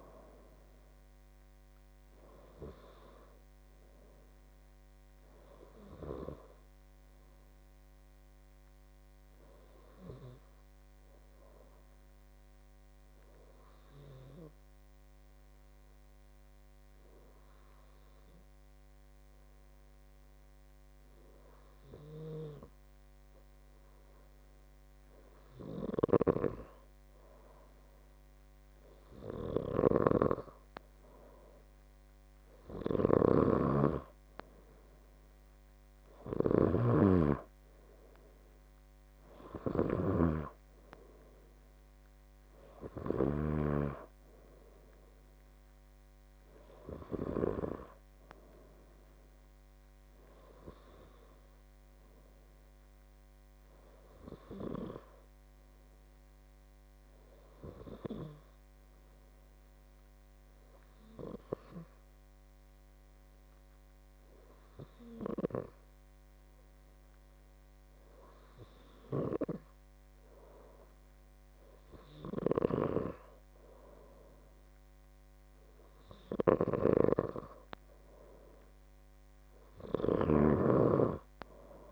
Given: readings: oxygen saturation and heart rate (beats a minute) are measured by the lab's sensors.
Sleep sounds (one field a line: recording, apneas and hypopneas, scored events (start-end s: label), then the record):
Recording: breathing in sleep by a microphone on the trachea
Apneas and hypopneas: 2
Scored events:
5.50-30.00 s: obstructive apnea (oxygen 96% before, 92% lowest, heart rate 77 before, 66 extreme, up 10 after)
30.50-49.50 s: oxygen desaturation (device-marked, oxygen 97% before, 92% lowest, heart rate 69 before, 66 extreme)
38.50-42.00 s: arousal
55.50-72.50 s: obstructive apnea (oxygen 96% before, 93% lowest, heart rate 74 before, 72 extreme, up 5 after)
76.00-78.50 s: arousal
From the record:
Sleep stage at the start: N2 (light sleep)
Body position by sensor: on the left side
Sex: male